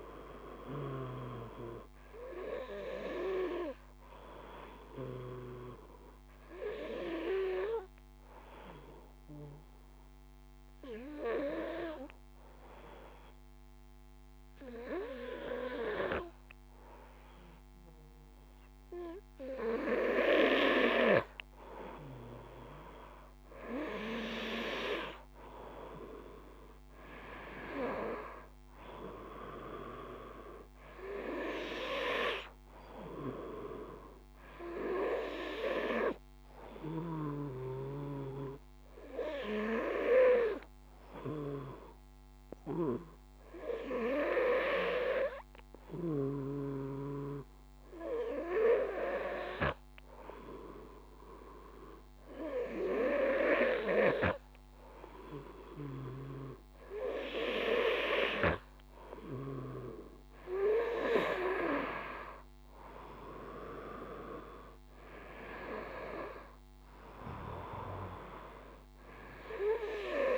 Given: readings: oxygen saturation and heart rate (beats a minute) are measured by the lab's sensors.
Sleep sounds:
breathing in sleep by a microphone on the trachea; 2
4.00-20.00 s: obstructive apnea (oxygen 96% before, 93% lowest, heart rate 57 before, 53 extreme, up 1 after)
26.00-30.50 s: arousal
36.50-56.00 s: obstructive apnea (oxygen 97% before, 93% lowest, heart rate 55 before, 52 extreme, up 3 after)
61.50-66.00 s: arousal
From the record:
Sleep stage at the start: N2 (light sleep); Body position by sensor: on the back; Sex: male

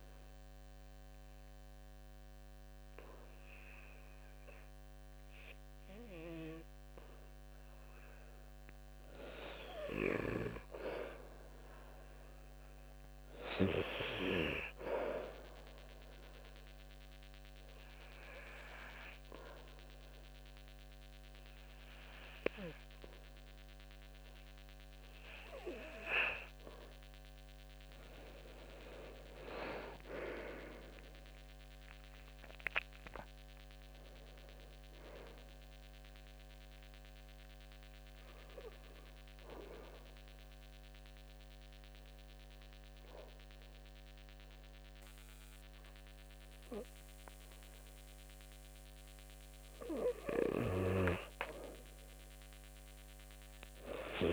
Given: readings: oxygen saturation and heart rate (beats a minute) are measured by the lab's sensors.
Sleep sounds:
breathing in sleep by a microphone on the trachea; 1
22.50-37.50 s: oxygen desaturation (device-marked, oxygen 95% before, 90% lowest, heart rate 72 before, 70 extreme)
31.00-34.00 s: arousal
36.00-50.00 s: obstructive apnea (oxygen 95% before, 91% lowest, heart rate 77 before, 70 extreme, up 3 after)
53.00-54.33 s: arousal
From the record:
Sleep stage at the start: N2 (light sleep); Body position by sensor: on the back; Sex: male

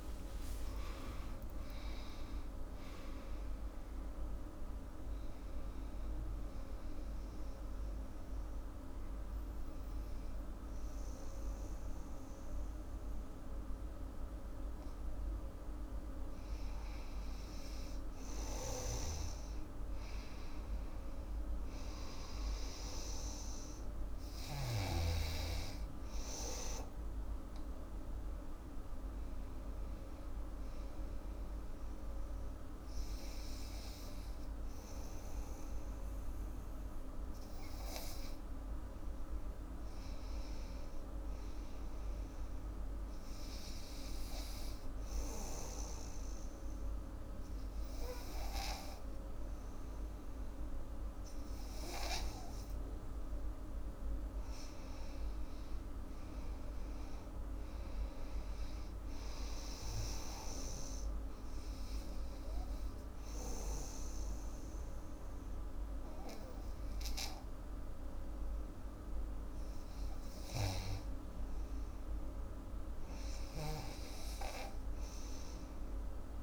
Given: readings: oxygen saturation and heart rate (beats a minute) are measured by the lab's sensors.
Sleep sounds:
breathing in sleep, hard to hear, by a room microphone; 3
0.00-1.50 s: long interval between heartbeats (device-marked, heart rate 137 extreme)
0.00-10.50 s: oxygen desaturation (device-marked, oxygen 90% lowest, heart rate 73 extreme)
6.50-17.00 s: hypopnea (oxygen 99% before, 92% lowest, heart rate 108 before, 73 extreme, up 6 after)
18.50-23.50 s: arousal
18.50-24.50 s: snoring (device-marked)
23.50-31.50 s: oxygen desaturation (device-marked, oxygen 99% before, 93% lowest, heart rate 87 before, 74 extreme)
42.50-53.00 s: hypopnea (oxygen 99% before, 90% lowest, heart rate 78 before, 71 extreme, up 10 after)
54.50-58.00 s: arousal
60.50-73.50 s: oxygen desaturation (device-marked, oxygen 96% before, 92% lowest, heart rate 79 before, 71 extreme)
61.00-71.50 s: hypopnea (oxygen 97% before, 90% lowest, heart rate 79 before, 71 extreme, up 12 after)
73.00-76.42 s: snoring (device-marked)
74.00-76.42 s: arousal
From the record:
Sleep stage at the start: N2 (light sleep); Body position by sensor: on the back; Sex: female

